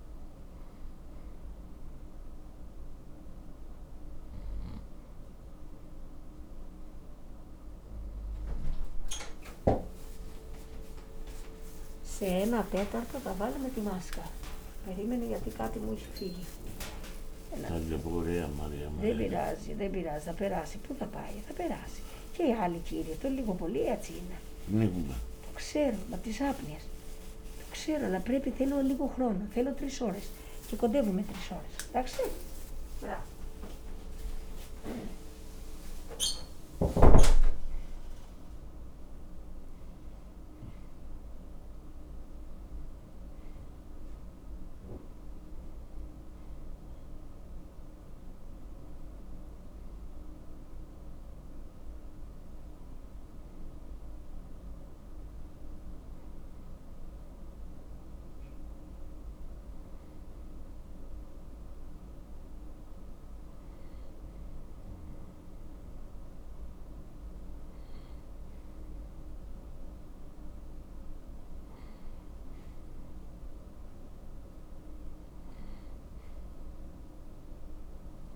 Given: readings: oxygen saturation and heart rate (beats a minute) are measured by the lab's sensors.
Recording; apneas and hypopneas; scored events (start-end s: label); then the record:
a person partly awake in a sleep study, by a room microphone; none
0.00-2.50 s: oxygen desaturation (device-marked, oxygen 89% lowest, heart rate 61 extreme)
21.50-51.50 s: new sleep stage, awake
51.50-78.36 s: new sleep stage, N1 (lightest sleep)
From the record:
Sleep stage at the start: N2 (light sleep); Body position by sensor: on the right side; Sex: male